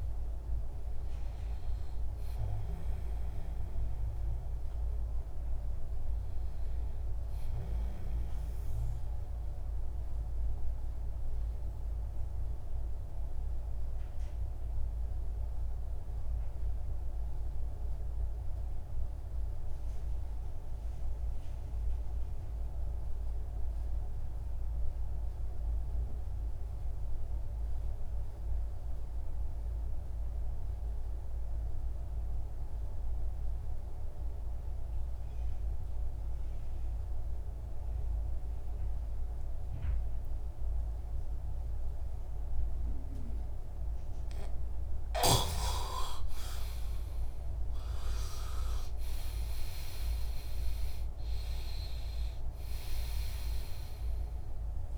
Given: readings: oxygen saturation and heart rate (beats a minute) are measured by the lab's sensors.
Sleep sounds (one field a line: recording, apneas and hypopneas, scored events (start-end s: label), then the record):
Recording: breathing in sleep by a room microphone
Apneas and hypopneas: 1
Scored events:
13.00-45.00 s: mixed apnea (oxygen 98% before, 87% lowest, heart rate 68 before, 60 extreme, up 9 after)
35.00-54.98 s: oxygen desaturation (device-marked, oxygen 100% before, 87% lowest, heart rate 62 before, 57 extreme)
45.50-49.00 s: arousal
From the record:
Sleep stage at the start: N2 (light sleep)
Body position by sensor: on the back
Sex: male